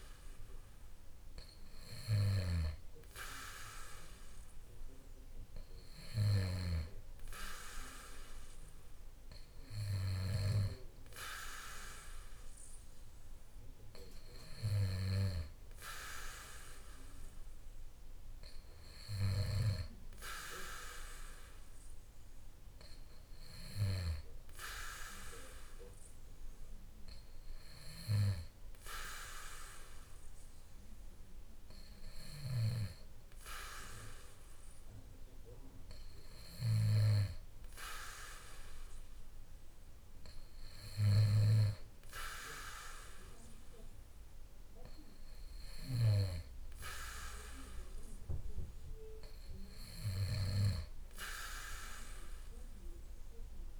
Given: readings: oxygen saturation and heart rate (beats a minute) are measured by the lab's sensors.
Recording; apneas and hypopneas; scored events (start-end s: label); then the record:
breathing in sleep by a room microphone; none
none scored
From the record:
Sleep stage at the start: N2 (light sleep); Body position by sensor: on the back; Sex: male